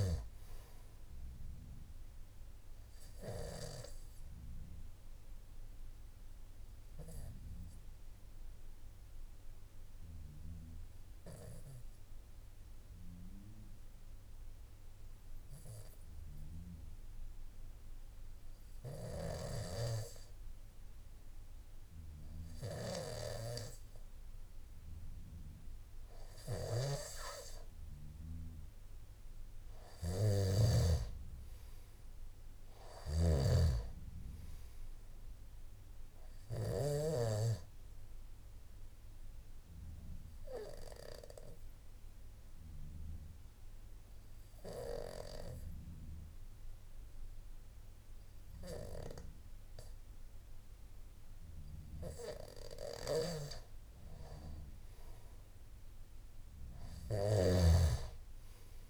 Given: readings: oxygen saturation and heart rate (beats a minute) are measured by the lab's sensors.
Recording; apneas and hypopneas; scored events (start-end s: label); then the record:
breathing in sleep by a room microphone; 2
0.00-9.00 s: oxygen desaturation (device-marked, oxygen 93% lowest, heart rate 52 extreme)
3.00-25.00 s: obstructive apnea (oxygen 98% before, 92% lowest, heart rate 56 before, 52 extreme, up 4 after)
32.50-37.00 s: snoring (device-marked)
38.00-56.00 s: oxygen desaturation (device-marked, oxygen 98% before, 92% lowest, heart rate 55 before, 53 extreme)
39.50-52.50 s: obstructive apnea (oxygen 98% before, 90% lowest, heart rate 55 before, 53 extreme, up 6 after)
From the record:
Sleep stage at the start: N1 (lightest sleep); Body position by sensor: on the back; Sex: male